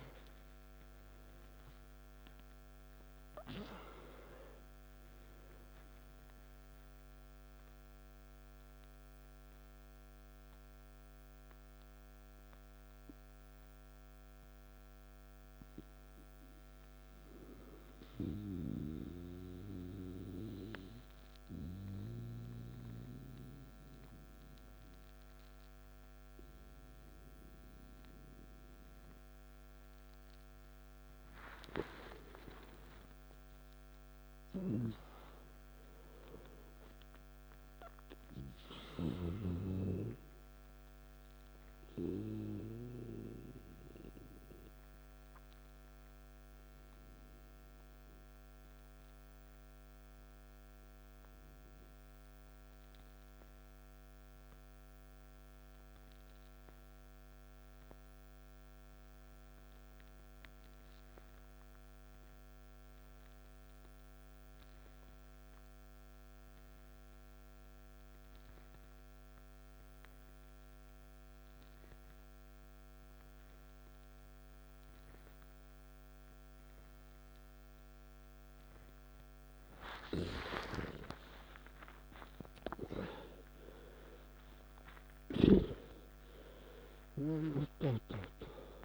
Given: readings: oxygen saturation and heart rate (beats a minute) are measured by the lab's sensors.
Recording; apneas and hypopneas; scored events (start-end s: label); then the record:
breathing in sleep by a microphone on the trachea; 2
0.00-20.00 s: oxygen desaturation (device-marked, oxygen 90% lowest, heart rate 56 extreme)
8.50-31.00 s: central apnea (oxygen 96% before, 88% lowest, heart rate 65 before, 55 extreme, up 7 after)
32.00-37.00 s: arousal
44.50-79.50 s: mixed apnea (oxygen 99% before, 87% lowest, heart rate 61 before, 54 extreme, up 16 after)
62.00-88.85 s: oxygen desaturation (device-marked, oxygen 97% before, 87% lowest, heart rate 56 before, 53 extreme)
80.50-85.00 s: arousal
From the record:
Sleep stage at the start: N2 (light sleep); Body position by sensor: on the back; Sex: male